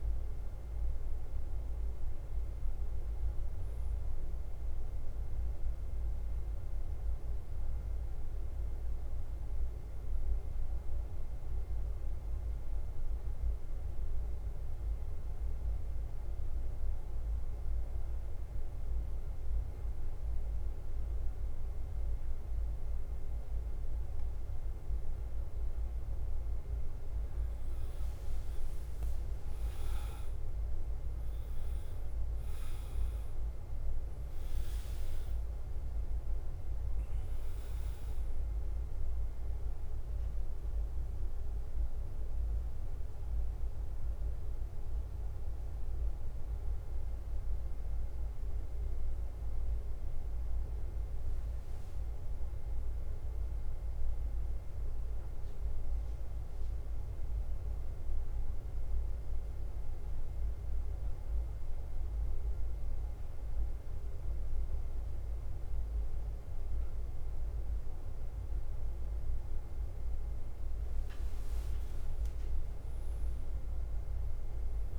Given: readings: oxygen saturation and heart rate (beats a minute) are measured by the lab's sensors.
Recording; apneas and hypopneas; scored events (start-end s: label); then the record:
breathing in sleep, hard to hear, by a room microphone; 2
0.00-74.99 s: bradycardia (device-marked, heart rate 41 extreme)
9.00-25.00 s: mixed apnea (oxygen 100% before, 92% lowest, heart rate 53 before, 49 extreme, up 4 after)
32.50-53.50 s: oxygen desaturation (device-marked, oxygen 97% before, 94% lowest, heart rate 50 before, 50 extreme)
33.50-38.50 s: arousal
54.50-70.00 s: central apnea (oxygen 97% before, 92% lowest, heart rate 54 before, 49 extreme, up 5 after)
55.50-68.50 s: oxygen desaturation (device-marked, oxygen 95% before, 92% lowest, heart rate 53 before, 50 extreme)
72.50-74.99 s: arousal
From the record:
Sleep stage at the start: N2 (light sleep); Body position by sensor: on the back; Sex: male